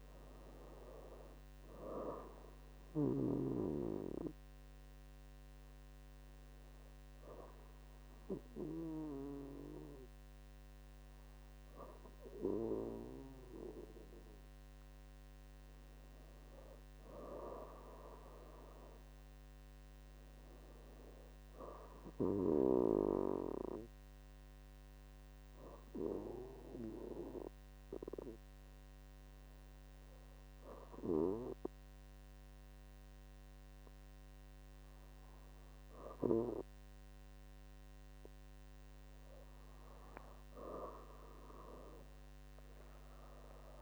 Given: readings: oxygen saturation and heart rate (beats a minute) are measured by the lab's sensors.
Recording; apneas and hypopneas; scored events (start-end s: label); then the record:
breathing in sleep by a microphone on the trachea; 2
0.00-17.50 s: oxygen desaturation (device-marked, oxygen 92% lowest, heart rate 65 extreme)
4.00-15.50 s: obstructive apnea (oxygen 97% before, 92% lowest, heart rate 70 before, 65 extreme, up 6 after)
18.50-22.00 s: arousal
25.50-39.00 s: hypopnea (oxygen 98% before, 94% lowest, heart rate 71 before, 63 extreme, up 8 after)
42.50-43.81 s: arousal
42.50-43.81 s: oxygen desaturation (device-marked, oxygen 97% before, 94% lowest, heart rate 69 before, 63 extreme)
From the record:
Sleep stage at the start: N2 (light sleep); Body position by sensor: on the back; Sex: female